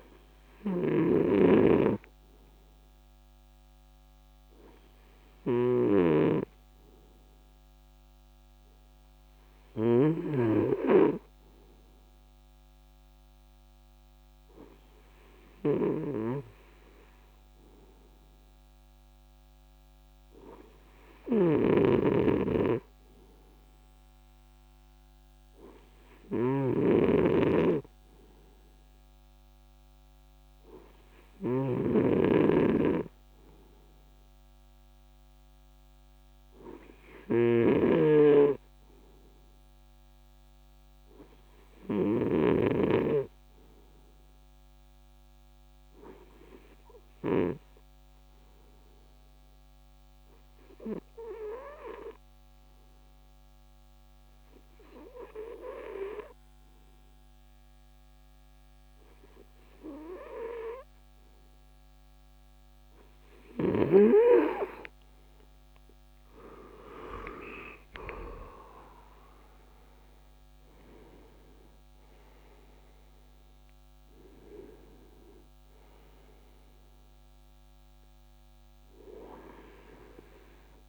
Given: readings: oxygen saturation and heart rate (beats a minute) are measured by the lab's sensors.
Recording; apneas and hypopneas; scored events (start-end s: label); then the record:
breathing in sleep by a microphone on the trachea; 1
21.00-37.50 s: snoring (device-marked)
45.50-62.50 s: obstructive apnea (oxygen 97% before, 94% lowest)
64.50-69.00 s: arousal
From the record:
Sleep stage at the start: N2 (light sleep); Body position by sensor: on the right side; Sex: male